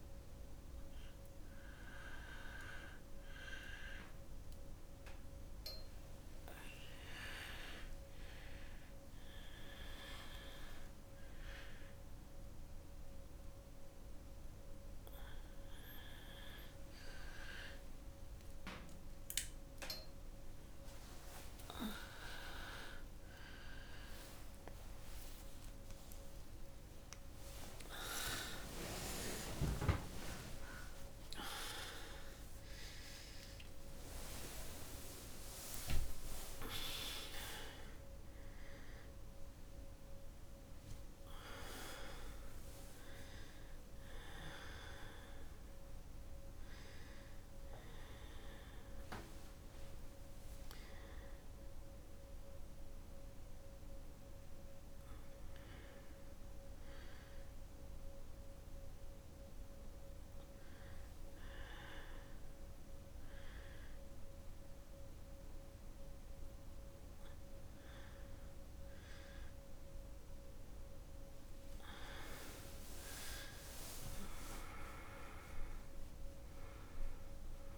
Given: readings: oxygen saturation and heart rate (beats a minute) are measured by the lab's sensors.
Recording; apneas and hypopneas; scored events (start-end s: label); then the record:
a person awake in a sleep study, by a room microphone; none
26.50-37.50 s: tachycardia (device-marked, heart rate 85 before, 159 extreme)
28.50-30.50 s: long interval between heartbeats (device-marked, heart rate 88 before, 97 extreme)
30.50-32.50 s: long interval between heartbeats (device-marked, heart rate 90 before, 116 extreme)
33.00-35.00 s: long interval between heartbeats (device-marked, heart rate 92 before, 130 extreme)
35.00-37.00 s: long interval between heartbeats (device-marked, heart rate 97 before, 140 extreme)
From the record:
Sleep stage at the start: awake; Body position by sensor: on the back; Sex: female